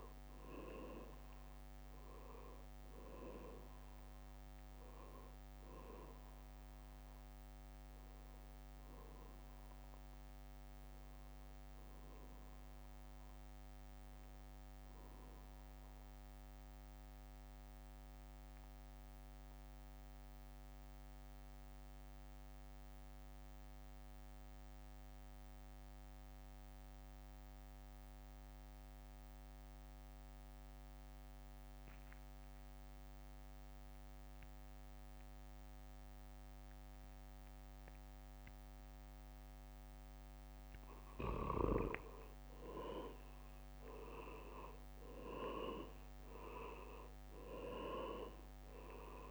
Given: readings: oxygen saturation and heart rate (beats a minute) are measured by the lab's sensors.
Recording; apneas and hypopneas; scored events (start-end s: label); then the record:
breathing in sleep by a microphone on the trachea; 1
0.00-1.00 s: long interval between heartbeats (device-marked, heart rate 110 extreme)
0.00-7.50 s: tachycardia (device-marked, heart rate 182 extreme)
0.00-18.50 s: drop in pulse transit time (device-marked, heart rate 65 extreme)
0.00-29.50 s: oxygen desaturation (device-marked, oxygen 88% lowest, heart rate 54 extreme)
1.00-3.00 s: long interval between heartbeats (device-marked, heart rate 64 before, 130 extreme)
4.50-6.50 s: long interval between heartbeats (device-marked, heart rate 85 before, 164 extreme)
4.50-14.50 s: leg movement (device-marked)
7.00-9.00 s: long interval between heartbeats (device-marked, heart rate 96 before, 145 extreme)
9.50-11.50 s: long interval between heartbeats (device-marked, heart rate 109 before, 97 extreme)
15.50-40.00 s: mixed apnea (oxygen 97% before, 88% lowest, heart rate 119 before, 54 extreme, up 10 after)
42.50-46.00 s: arousal
45.50-49.31 s: drop in pulse transit time (device-marked, heart rate 57 before, 60 extreme)
45.50-49.31 s: oxygen desaturation (device-marked, oxygen 99% before, 92% lowest, heart rate 57 before, 56 extreme)
From the record:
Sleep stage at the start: N2 (light sleep); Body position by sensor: on the back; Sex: male